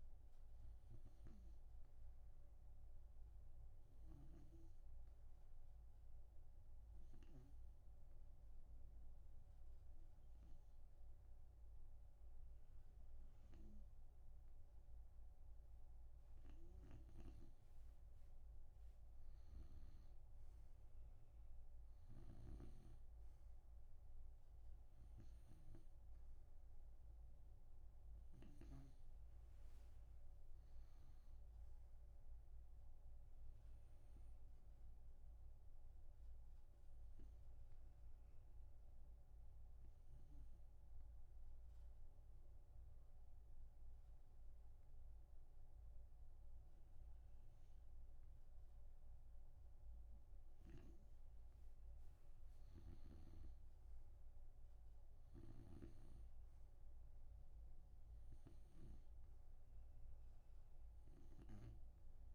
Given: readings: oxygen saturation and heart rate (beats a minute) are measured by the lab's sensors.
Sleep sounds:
breathing in sleep by a room microphone; 2
0.00-1.00 s: arousal
5.50-18.00 s: hypopnea (oxygen 98% before, 92% lowest)
20.00-24.50 s: arousal
37.00-55.00 s: oxygen desaturation (device-marked, oxygen 95% before, 92% lowest)
40.50-52.00 s: obstructive apnea (oxygen 96% before, 91% lowest)
53.00-56.50 s: snoring (device-marked)
54.50-58.50 s: arousal
From the record:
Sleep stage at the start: N2 (light sleep); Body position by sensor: on the right side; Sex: male

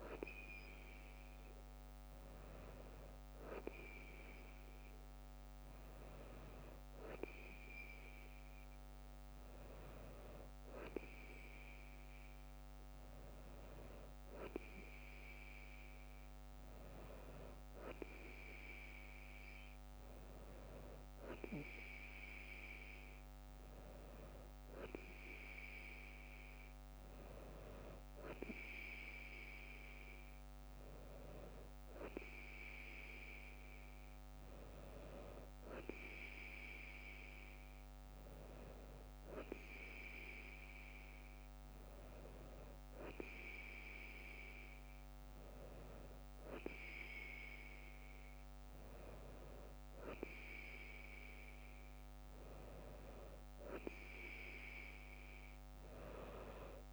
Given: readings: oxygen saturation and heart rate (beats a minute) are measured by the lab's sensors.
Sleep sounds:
breathing in sleep by a microphone on the trachea; none
none scored
From the record:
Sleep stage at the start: N2 (light sleep); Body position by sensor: on the right side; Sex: female

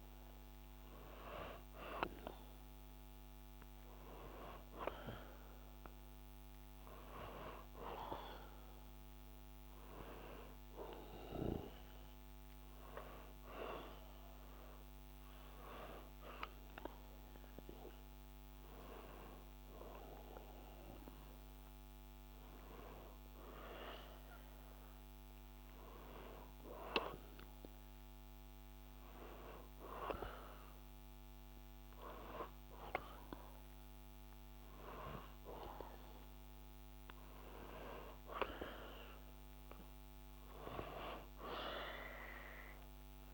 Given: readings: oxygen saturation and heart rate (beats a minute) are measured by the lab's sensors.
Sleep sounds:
breathing in sleep by a microphone on the trachea; 1
20.00-24.50 s: arousal
27.00-37.50 s: hypopnea (oxygen 94% before, 92% lowest, heart rate 63 before, 62 extreme, up 2 after)
39.00-43.33 s: arousal
From the record:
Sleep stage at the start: N2 (light sleep); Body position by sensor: on the back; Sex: male

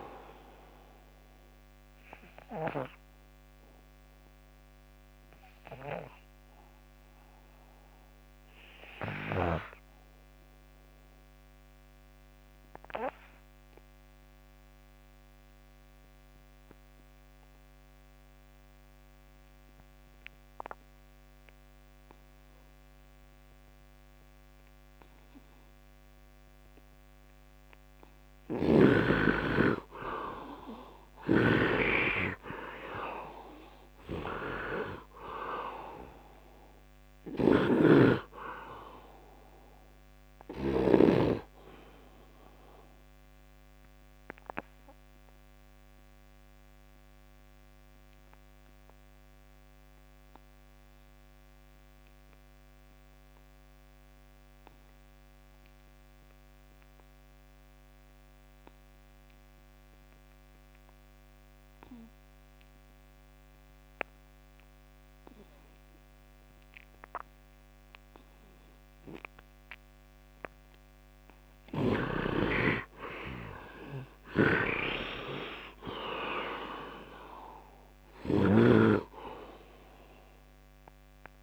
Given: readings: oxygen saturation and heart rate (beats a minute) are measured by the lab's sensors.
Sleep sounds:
breathing in sleep by a microphone on the trachea; 2
0.00-18.50 s: oxygen desaturation (device-marked, oxygen 68% lowest, heart rate 68 extreme)
0.50-28.00 s: obstructive apnea (oxygen 100% before, 68% lowest, heart rate 80 before, 68 extreme, up 11 after)
27.50-52.50 s: oxygen desaturation (device-marked, oxygen 100% before, 72% lowest, heart rate 76 before, 74 extreme)
29.50-34.50 s: arousal
31.00-41.00 s: snoring (device-marked)
41.00-70.50 s: obstructive apnea (oxygen 100% before, 69% lowest, heart rate 81 before, 66 extreme, up 9 after)
59.50-81.43 s: oxygen desaturation (device-marked, oxygen 100% before, 71% lowest, heart rate 76 before, 66 extreme)
72.50-76.00 s: arousal
74.00-78.50 s: snoring (device-marked)
From the record:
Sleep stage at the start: N2 (light sleep); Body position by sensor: on the right side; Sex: male

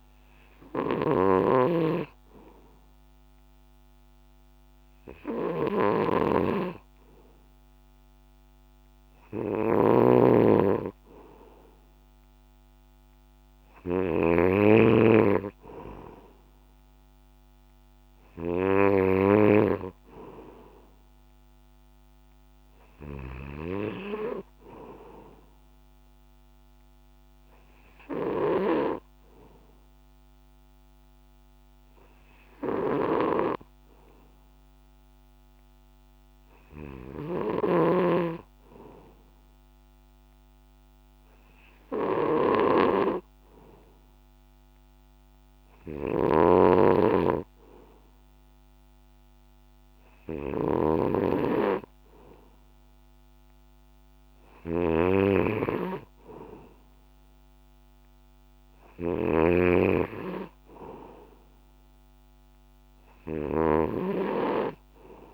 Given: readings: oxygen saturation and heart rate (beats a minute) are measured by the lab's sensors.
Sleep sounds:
breathing in sleep by a microphone on the trachea; none
0.00-14.50 s: snoring (device-marked)
46.00-65.34 s: snoring (device-marked)
From the record:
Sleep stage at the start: N2 (light sleep); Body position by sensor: on the back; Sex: male

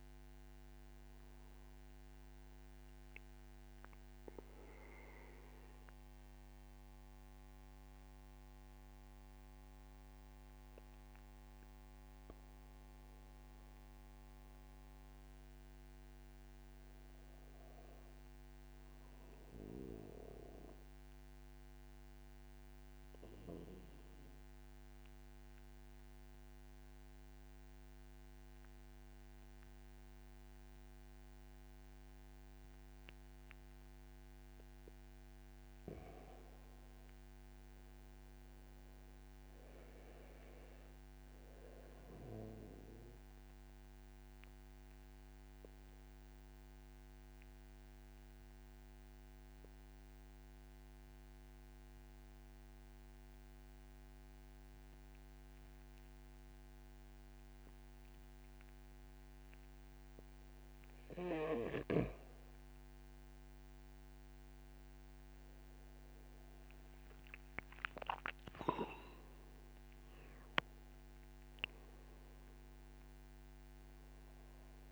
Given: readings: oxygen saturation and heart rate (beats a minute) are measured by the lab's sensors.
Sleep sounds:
breathing in sleep by a microphone on the trachea; 3
0.00-9.00 s: oxygen desaturation (device-marked, oxygen 93% lowest, heart rate 52 extreme)
2.00-12.00 s: mixed apnea (oxygen 96% before, 92% lowest, heart rate 61 before, 59 extreme, up 7 after)
14.00-17.00 s: arousal
20.00-74.92 s: new sleep stage, N2 (light sleep)
21.00-34.00 s: obstructive apnea (oxygen 96% before, 91% lowest, heart rate 65 before, 49 extreme, up 1 after)
37.50-41.00 s: arousal
43.00-60.00 s: oxygen desaturation (device-marked, oxygen 95% before, 92% lowest, heart rate 62 before, 62 extreme)
44.50-60.50 s: obstructive apnea (oxygen 96% before, 90% lowest, heart rate 62 before, 62 extreme, up 3 after)
67.00-74.92 s: oxygen desaturation (device-marked, oxygen 96% before, 91% lowest, heart rate 65 before, 59 extreme)
67.50-72.50 s: arousal
From the record:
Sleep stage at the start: N1 (lightest sleep); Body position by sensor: on the back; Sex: male

